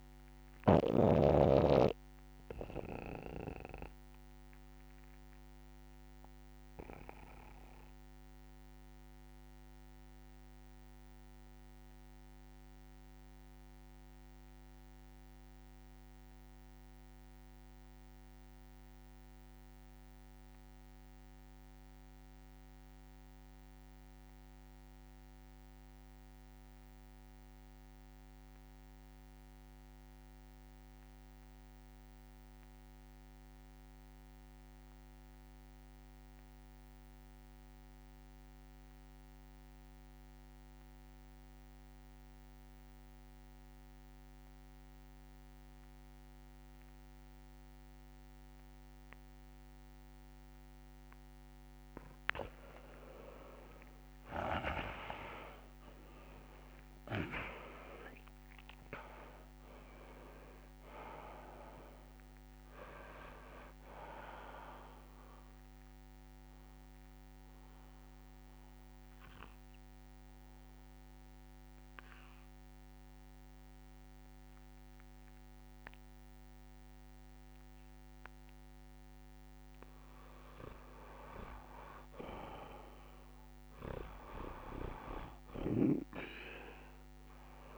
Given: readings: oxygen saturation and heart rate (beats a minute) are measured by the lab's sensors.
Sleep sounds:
breathing in sleep by a microphone on the trachea; 2
0.00-1.00 s: snoring (device-marked)
0.00-16.50 s: oxygen desaturation (device-marked, oxygen 76% lowest, heart rate 63 extreme)
0.50-50.50 s: obstructive apnea (oxygen 97% before, 67% lowest, heart rate 78 before, 63 extreme, up 23 after)
23.50-80.50 s: oxygen desaturation (device-marked, oxygen 98% before, 67% lowest, heart rate 72 before, 63 extreme)
53.50-59.50 s: arousal
58.00-60.00 s: long interval between heartbeats (device-marked, heart rate 66 before, 86 extreme)
66.50-80.00 s: obstructive apnea (oxygen 87% before, 67% lowest, heart rate 76 before, 69 extreme, up 0 after)
82.00-86.50 s: arousal
From the record:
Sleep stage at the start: REM sleep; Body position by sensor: on the back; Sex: male

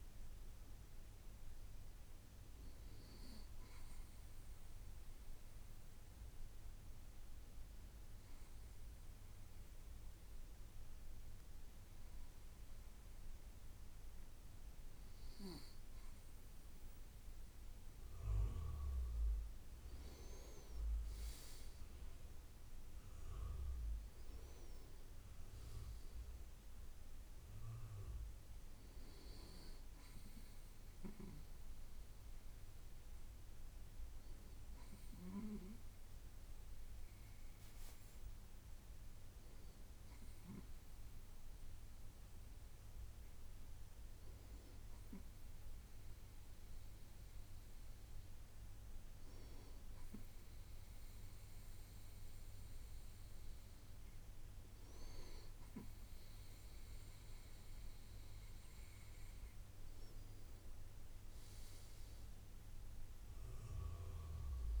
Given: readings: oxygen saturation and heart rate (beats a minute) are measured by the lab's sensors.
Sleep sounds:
breathing in sleep by a room microphone; none
none scored
From the record:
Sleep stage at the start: N2 (light sleep); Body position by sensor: on the right side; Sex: male

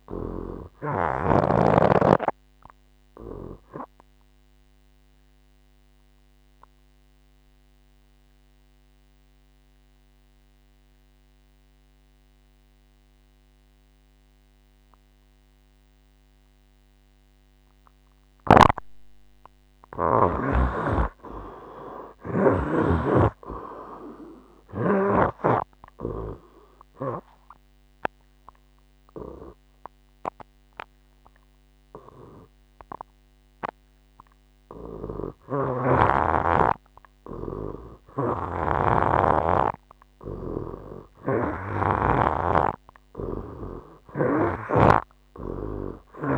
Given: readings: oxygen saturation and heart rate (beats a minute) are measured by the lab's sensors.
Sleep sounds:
breathing in sleep by a microphone on the trachea; 2
1.00-19.00 s: obstructive apnea (oxygen 97% before, 59% lowest, heart rate 69 before, 63 extreme, up 21 after)
1.50-9.50 s: oxygen desaturation (device-marked, oxygen 79% before, 73% lowest, heart rate 69 before, 63 extreme)
13.50-15.50 s: long interval between heartbeats (device-marked, heart rate 69 before, 67 extreme)
18.50-23.00 s: snoring (device-marked)
21.50-25.00 s: arousal
22.50-41.50 s: oxygen desaturation (device-marked, oxygen 78% before, 59% lowest, heart rate 67 before, 75 extreme)
27.50-37.50 s: obstructive apnea (oxygen 79% before, 55% lowest, heart rate 70 before, 80 extreme)
35.50-42.50 s: snoring (device-marked)
42.00-46.00 s: arousal
From the record:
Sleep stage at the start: N2 (light sleep); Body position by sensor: on the right side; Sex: male

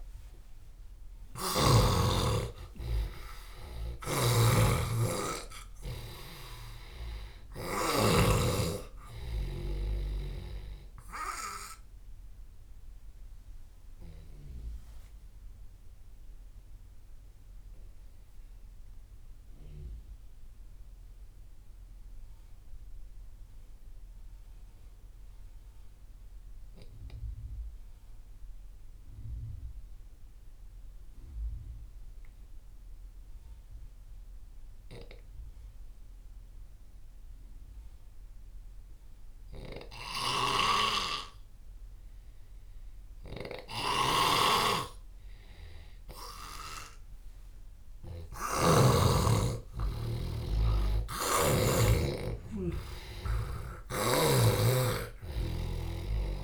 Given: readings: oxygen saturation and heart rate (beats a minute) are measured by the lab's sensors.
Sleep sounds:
breathing in sleep by a room microphone; 1
0.00-1.50 s: snoring (device-marked)
0.00-2.50 s: arousal
0.00-17.50 s: oxygen desaturation (device-marked, oxygen 90% lowest)
3.50-8.00 s: snoring (device-marked)
13.50-44.50 s: mixed apnea (oxygen 97% before, 88% lowest)
38.50-56.44 s: oxygen desaturation (device-marked, oxygen 98% before, 88% lowest)
40.00-44.00 s: snoring (device-marked)
47.50-53.00 s: arousal
53.50-56.44 s: snoring (device-marked)
From the record:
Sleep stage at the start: N2 (light sleep); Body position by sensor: on the left side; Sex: male

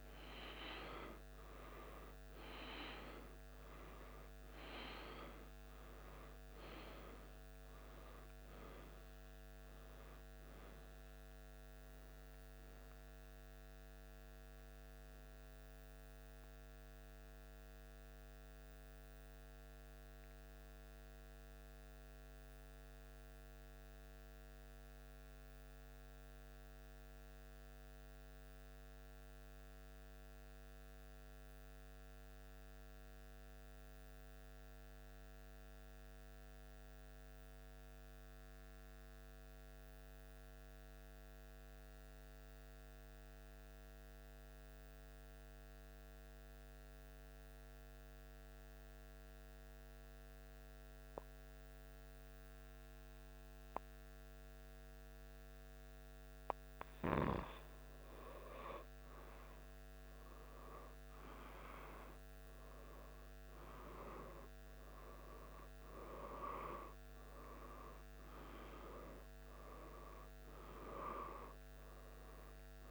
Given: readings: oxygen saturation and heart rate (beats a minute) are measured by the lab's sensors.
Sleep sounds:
breathing in sleep by a microphone on the trachea; 1
20.00-57.00 s: mixed apnea (oxygen 97% before, 93% lowest, heart rate 76 before, 74 extreme, up 1 after)
24.50-72.91 s: new sleep stage, N2 (light sleep)
58.50-63.00 s: arousal
From the record:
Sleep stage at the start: N1 (lightest sleep); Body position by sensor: on the back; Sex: male

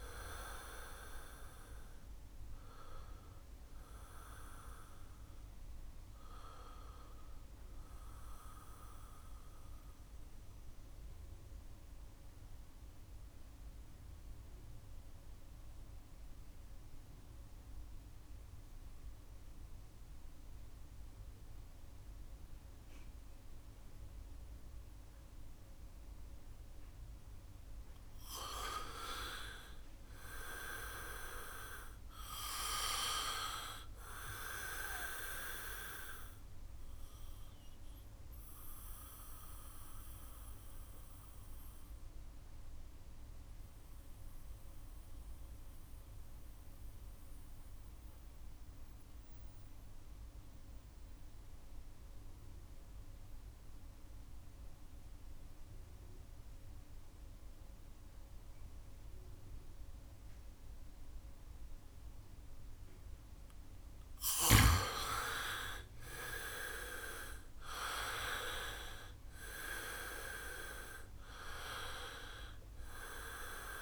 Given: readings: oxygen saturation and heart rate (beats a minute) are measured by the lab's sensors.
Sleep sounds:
breathing in sleep by a room microphone; 2
0.00-19.00 s: oxygen desaturation (device-marked, oxygen 80% lowest, heart rate 64 extreme)
5.00-27.50 s: mixed apnea (oxygen 99% before, 80% lowest, heart rate 75 before, 64 extreme)
29.00-33.00 s: arousal
31.00-51.00 s: oxygen desaturation (device-marked, oxygen 99% before, 85% lowest, heart rate 72 before, 64 extreme)
39.00-62.50 s: mixed apnea (oxygen 99% before, 82% lowest, heart rate 69 before, 64 extreme, up 4 after)
61.00-73.82 s: oxygen desaturation (device-marked, oxygen 98% before, 82% lowest, heart rate 67 before, 65 extreme)
65.00-69.50 s: arousal
From the record:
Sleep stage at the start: N2 (light sleep); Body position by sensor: on the back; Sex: male

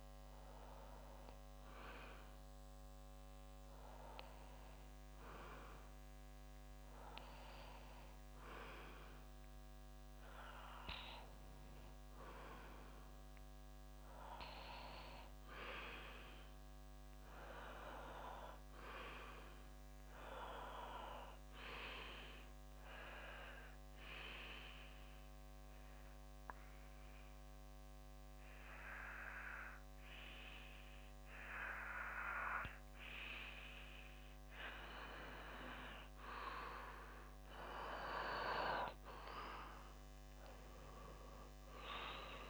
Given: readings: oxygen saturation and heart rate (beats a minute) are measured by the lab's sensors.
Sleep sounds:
breathing in sleep by a microphone on the trachea; 1
20.00-37.00 s: obstructive apnea (oxygen 96% before, 92% lowest, heart rate 62 before, 60 extreme, up 9 after)
40.50-42.50 s: arousal
From the record:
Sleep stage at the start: REM sleep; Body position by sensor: on the back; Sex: male

